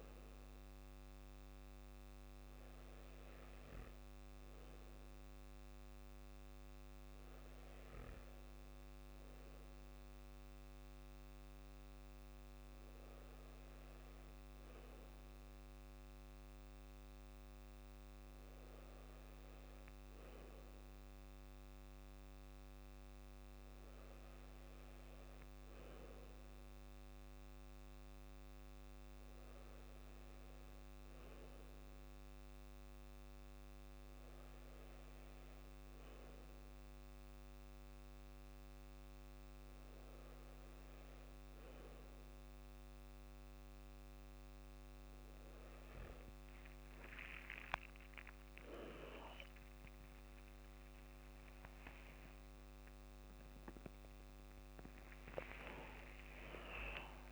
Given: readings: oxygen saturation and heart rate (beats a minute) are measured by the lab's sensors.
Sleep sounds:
breathing in sleep by a microphone on the trachea; none
6.50-8.50 s: long interval between heartbeats (device-marked, heart rate 57 before, 61 extreme)
49.00-56.00 s: tachycardia (device-marked, heart rate 55 before, 138 extreme)
49.50-55.00 s: arousal
51.00-53.00 s: long interval between heartbeats (device-marked, heart rate 58 before, 99 extreme)
53.00-55.00 s: long interval between heartbeats (device-marked, heart rate 63 before, 116 extreme)
56.00-57.32 s: long interval between heartbeats (device-marked, heart rate 73 before, 118 extreme)
From the record:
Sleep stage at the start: N2 (light sleep); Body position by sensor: on the back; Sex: male

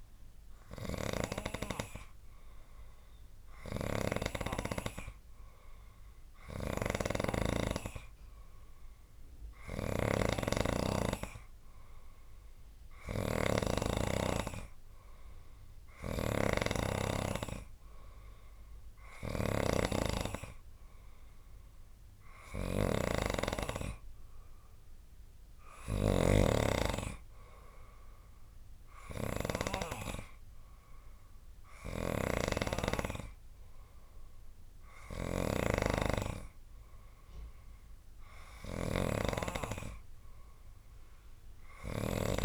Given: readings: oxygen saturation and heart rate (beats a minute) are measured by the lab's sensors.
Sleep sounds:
breathing in sleep by a room microphone; none
0.00-42.45 s: snoring (device-marked)
From the record:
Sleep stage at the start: N3 (deep sleep); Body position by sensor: on the right side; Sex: male

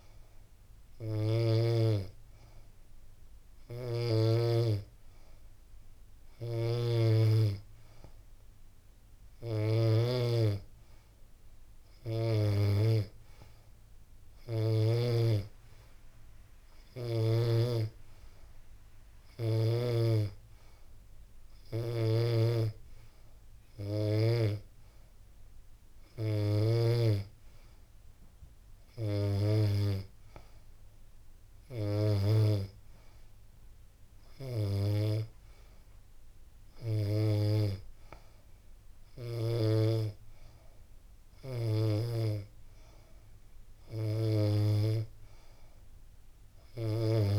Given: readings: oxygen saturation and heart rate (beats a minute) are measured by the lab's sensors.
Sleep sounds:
breathing in sleep by a room microphone; none
9.00-19.00 s: snoring (device-marked)
From the record:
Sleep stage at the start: N2 (light sleep); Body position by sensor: on the back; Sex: female

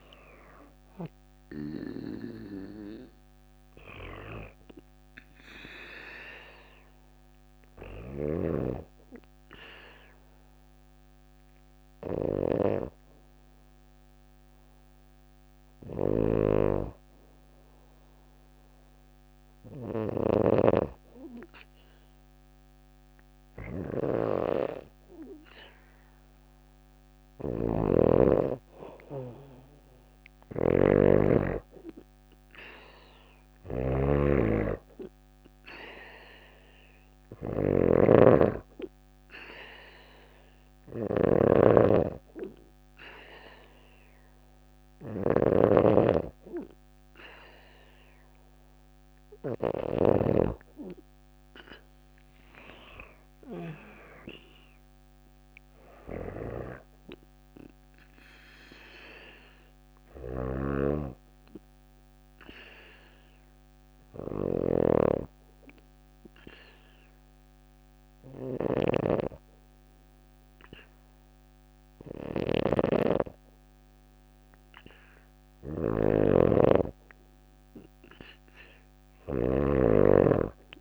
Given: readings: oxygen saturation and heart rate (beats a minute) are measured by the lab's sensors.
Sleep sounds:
breathing in sleep by a microphone on the trachea; 2
0.00-1.50 s: oxygen desaturation (device-marked, oxygen 93% lowest)
7.00-49.00 s: snoring (device-marked)
8.00-23.00 s: hypopnea (oxygen 97% before, 94% lowest, heart rate 31 before, 29 extreme, up 17 after)
27.00-31.00 s: arousal
52.50-56.00 s: arousal
59.50-80.81 s: snoring (device-marked)
60.50-74.00 s: obstructive apnea (oxygen 95% before, 93% lowest, heart rate 50 before, 28 extreme, up 32 after)
From the record:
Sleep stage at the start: N2 (light sleep); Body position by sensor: on the back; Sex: female

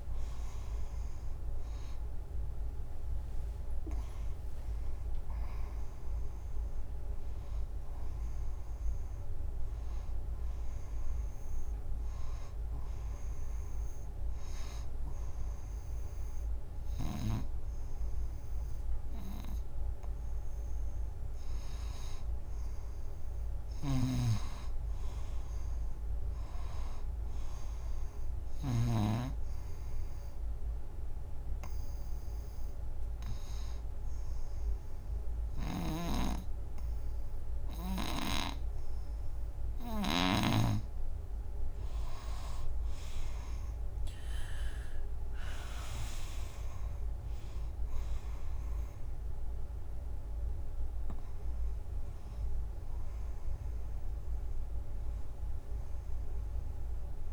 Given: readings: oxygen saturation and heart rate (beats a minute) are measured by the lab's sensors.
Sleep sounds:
breathing in sleep by a room microphone; 1
0.00-14.00 s: oxygen desaturation (device-marked, oxygen 89% lowest, heart rate 83 extreme)
0.50-4.50 s: arousal
23.50-29.00 s: snoring (device-marked)
30.00-40.00 s: oxygen desaturation (device-marked, oxygen 95% before, 91% lowest, heart rate 91 before, 73 extreme)
30.00-41.00 s: obstructive apnea (oxygen 97% before, 87% lowest, heart rate 91 before, 73 extreme, up 3 after)
44.50-49.50 s: arousal
45.00-57.33 s: oxygen desaturation (device-marked, oxygen 94% before, 87% lowest, heart rate 86 before, 80 extreme)
From the record:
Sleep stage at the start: N2 (light sleep); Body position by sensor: on the front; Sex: female

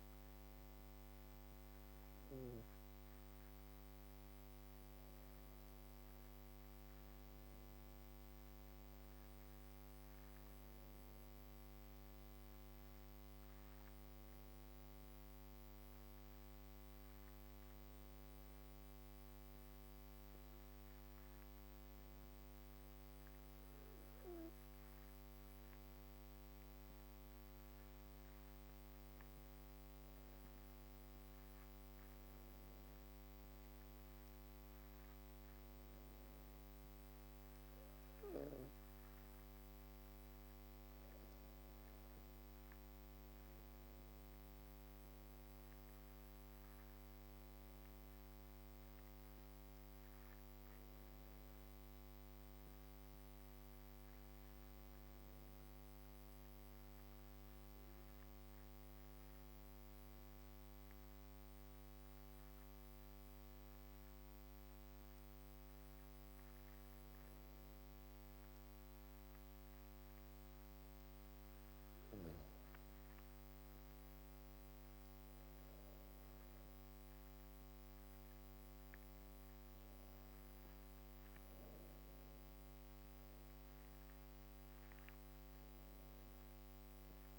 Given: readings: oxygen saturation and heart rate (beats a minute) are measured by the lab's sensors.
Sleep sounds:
breathing in sleep, hard to hear, by a microphone on the trachea; 1
58.00-69.00 s: hypopnea (oxygen 98% before, 96% lowest, heart rate 58 before, 52 extreme, up 19 after)
70.50-75.00 s: arousal
From the record:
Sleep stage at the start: N2 (light sleep); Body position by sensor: on the back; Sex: female

